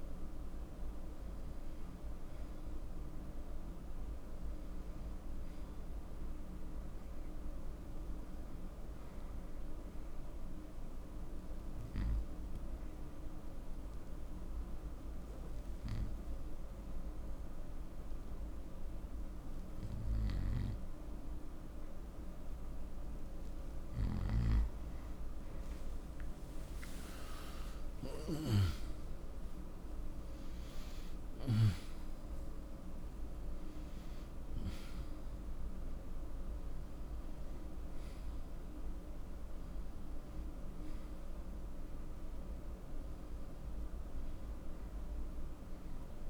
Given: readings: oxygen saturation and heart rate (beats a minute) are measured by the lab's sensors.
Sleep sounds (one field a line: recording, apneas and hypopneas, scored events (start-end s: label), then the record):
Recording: breathing in sleep, hard to hear, by a room microphone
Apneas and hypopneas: 1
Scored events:
1.50-15.50 s: oxygen desaturation (device-marked, oxygen 97% before, 93% lowest, heart rate 63 before, 62 extreme)
9.50-24.50 s: obstructive apnea (oxygen 98% before, 90% lowest, heart rate 62 before, 62 extreme, up 0 after)
26.50-30.50 s: arousal
34.50-38.50 s: oxygen desaturation (device-marked, oxygen 95% before, 91% lowest, heart rate 63 before, 62 extreme)
From the record:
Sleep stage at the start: N2 (light sleep)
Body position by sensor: on the right side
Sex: male